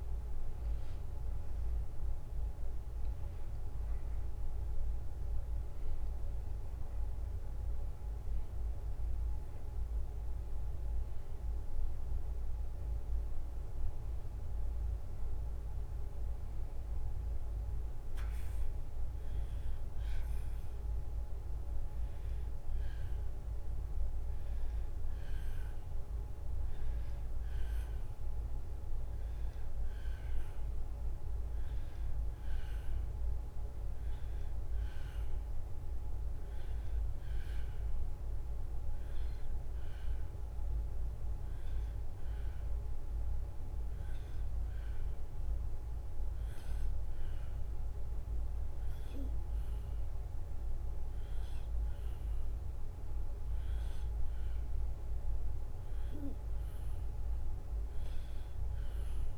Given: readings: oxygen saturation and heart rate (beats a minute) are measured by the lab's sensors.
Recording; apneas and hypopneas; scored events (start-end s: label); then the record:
breathing in sleep, hard to hear, by a room microphone; 2
0.00-11.00 s: oxygen desaturation (device-marked, oxygen 89% lowest, heart rate 72 extreme)
8.50-21.50 s: hypopnea (oxygen 96% before, 91% lowest, heart rate 75 before, 72 extreme, up 1 after)
22.50-27.00 s: arousal
40.50-54.00 s: hypopnea (oxygen 95% before, 90% lowest, heart rate 73 before, 73 extreme, up 0 after)
58.00-59.37 s: arousal
From the record:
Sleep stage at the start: N2 (light sleep); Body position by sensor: on the back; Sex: male